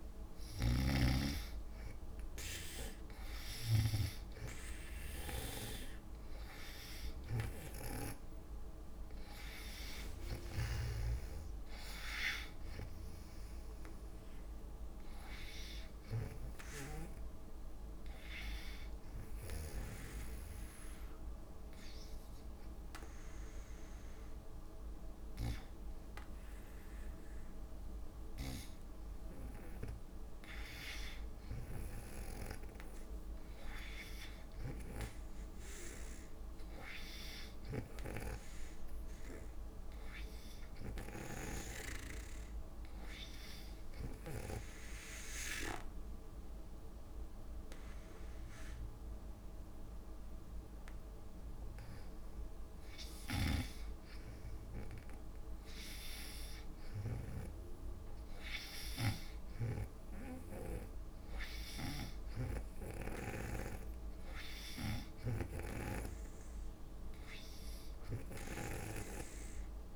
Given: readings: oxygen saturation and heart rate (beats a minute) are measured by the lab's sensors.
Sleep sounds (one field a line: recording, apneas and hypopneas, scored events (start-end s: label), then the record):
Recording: breathing in sleep by a room microphone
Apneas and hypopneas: 2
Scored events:
0.50-22.50 s: oxygen desaturation (device-marked, oxygen 97% before, 87% lowest, heart rate 62 before, 56 extreme)
7.50-11.50 s: arousal
17.50-28.50 s: hypopnea (oxygen 97% before, 90% lowest, heart rate 66 before, 56 extreme, up 8 after)
30.50-33.50 s: arousal
36.50-45.50 s: oxygen desaturation (device-marked, oxygen 98% before, 93% lowest, heart rate 63 before, 61 extreme)
42.50-53.50 s: obstructive apnea (oxygen 98% before, 86% lowest, heart rate 62 before, 61 extreme, up 0 after)
56.50-60.50 s: arousal
62.50-69.96 s: oxygen desaturation (device-marked, oxygen 96% before, 92% lowest, heart rate 65 before, 64 extreme)
62.50-69.96 s: snoring (device-marked)
From the record:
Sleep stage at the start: N2 (light sleep)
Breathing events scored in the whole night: 383 in 4.4 hours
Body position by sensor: on the back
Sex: female